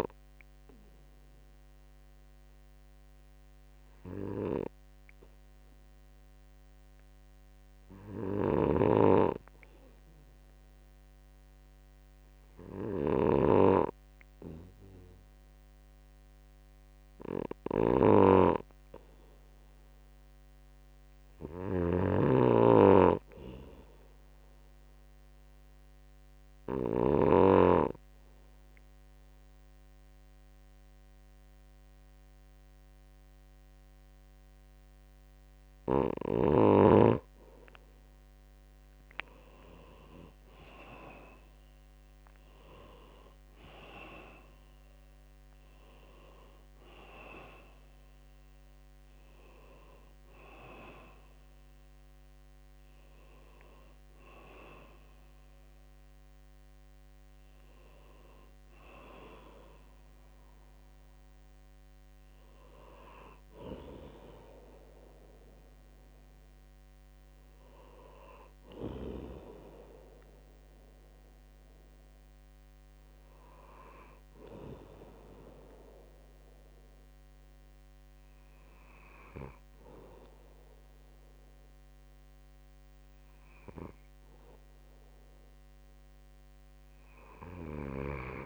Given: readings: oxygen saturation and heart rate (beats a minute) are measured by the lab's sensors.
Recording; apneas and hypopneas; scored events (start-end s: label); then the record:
breathing in sleep by a microphone on the trachea; 1
9.00-28.00 s: snoring (device-marked)
25.50-37.00 s: hypopnea (oxygen 96% before, 91% lowest, heart rate 64 before, 63 extreme, up 5 after)
39.50-43.50 s: arousal
From the record:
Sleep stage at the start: N2 (light sleep); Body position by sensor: on the right side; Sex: male